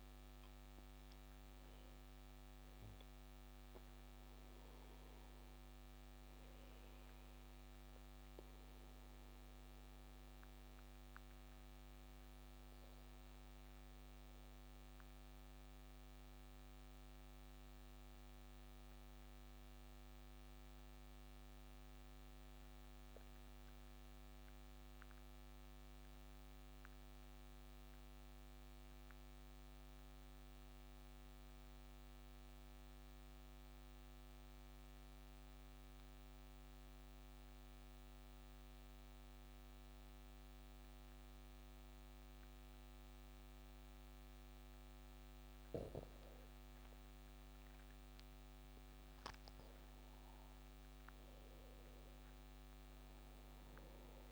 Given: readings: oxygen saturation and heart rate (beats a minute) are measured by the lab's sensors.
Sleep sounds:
breathing in sleep, hard to hear, by a microphone on the trachea; 1
0.00-15.50 s: oxygen desaturation (device-marked, oxygen 91% lowest, heart rate 34 extreme)
15.00-44.50 s: obstructive apnea (oxygen 95% before, 92% lowest, heart rate 46 before, 34 extreme, up 12 after)
42.50-54.32 s: oxygen desaturation (device-marked, oxygen 97% before, 92% lowest, heart rate 42 before, 42 extreme)
47.00-51.50 s: arousal
From the record:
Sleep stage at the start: N2 (light sleep); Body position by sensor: on the back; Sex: male

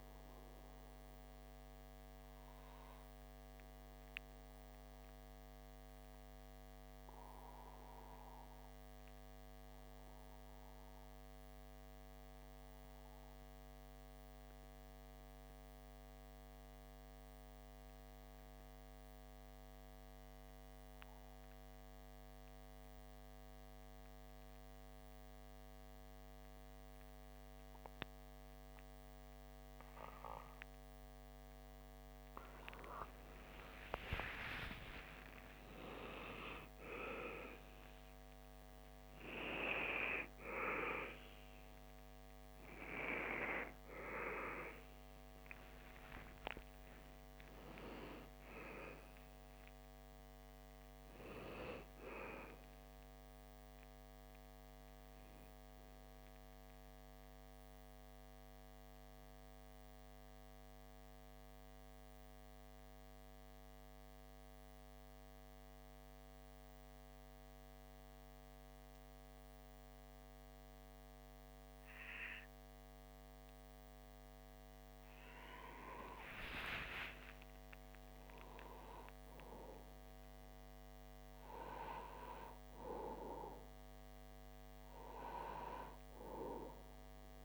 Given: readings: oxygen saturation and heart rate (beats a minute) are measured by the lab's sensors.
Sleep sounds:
breathing in sleep by a microphone on the trachea; 2
0.00-17.00 s: oxygen desaturation (device-marked, oxygen 93% lowest)
3.50-30.50 s: obstructive apnea (oxygen 98% before, 93% lowest)
32.00-36.00 s: arousal
56.50-76.00 s: mixed apnea (oxygen 97% before, 93% lowest)
57.00-63.00 s: oxygen desaturation (device-marked, oxygen 96% before, 93% lowest)
77.00-81.00 s: arousal
From the record:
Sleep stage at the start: N2 (light sleep); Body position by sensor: on the back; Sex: male

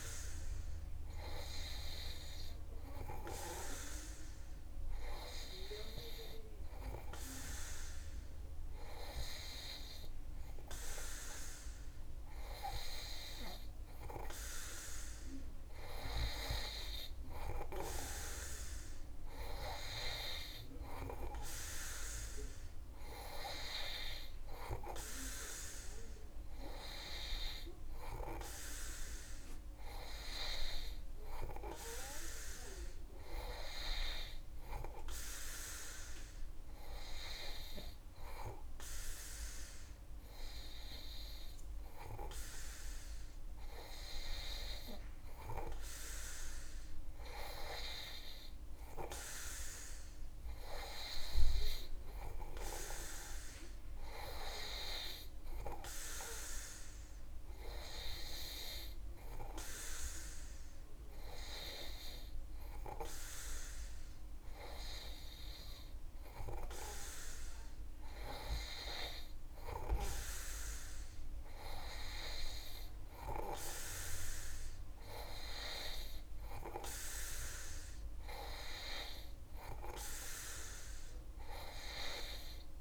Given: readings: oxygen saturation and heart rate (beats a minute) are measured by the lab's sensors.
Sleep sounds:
breathing in sleep by a room microphone; none
none scored
From the record:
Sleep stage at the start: N2 (light sleep); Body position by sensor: on the back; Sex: male

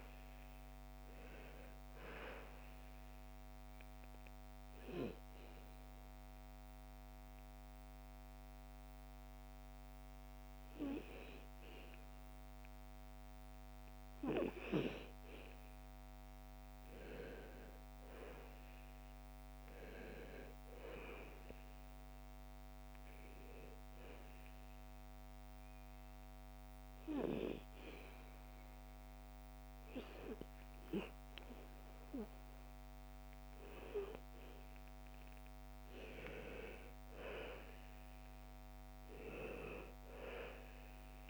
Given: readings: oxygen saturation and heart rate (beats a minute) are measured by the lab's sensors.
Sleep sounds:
breathing in sleep by a microphone on the trachea; 2
0.00-1.50 s: arousal
0.00-12.50 s: oxygen desaturation (device-marked, oxygen 89% lowest, heart rate 57 extreme)
4.00-15.00 s: hypopnea (oxygen 98% before, 88% lowest, heart rate 60 before, 57 extreme, up 6 after)
17.00-21.00 s: arousal
23.50-35.50 s: oxygen desaturation (device-marked, oxygen 97% before, 93% lowest, heart rate 61 before, 55 extreme)
24.50-34.50 s: hypopnea (oxygen 97% before, 88% lowest, heart rate 61 before, 55 extreme, up 9 after)
36.50-40.00 s: arousal
From the record:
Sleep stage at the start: N2 (light sleep); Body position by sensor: on the back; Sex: female

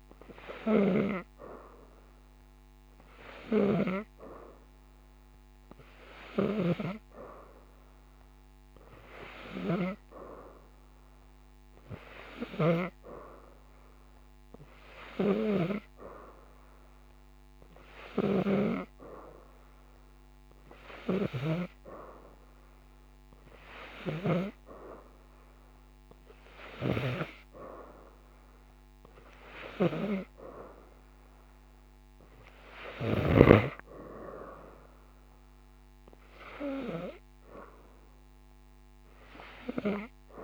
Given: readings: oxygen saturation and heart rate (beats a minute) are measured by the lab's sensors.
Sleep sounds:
breathing in sleep by a microphone on the trachea; none
6.00-12.50 s: snoring (device-marked)
21.00-27.00 s: snoring (device-marked)
From the record:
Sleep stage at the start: N2 (light sleep); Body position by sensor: upright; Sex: female

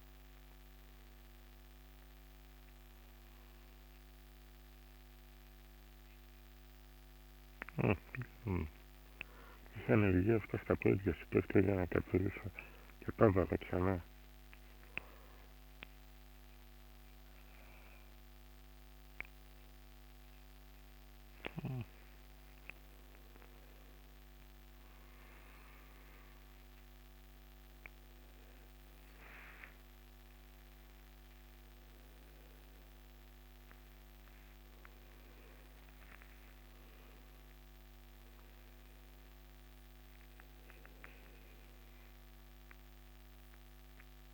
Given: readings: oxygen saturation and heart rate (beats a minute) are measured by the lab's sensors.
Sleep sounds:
a person awake in a sleep study, by a microphone on the trachea; none
none scored
From the record:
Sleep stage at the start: awake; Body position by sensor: on the right side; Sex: male

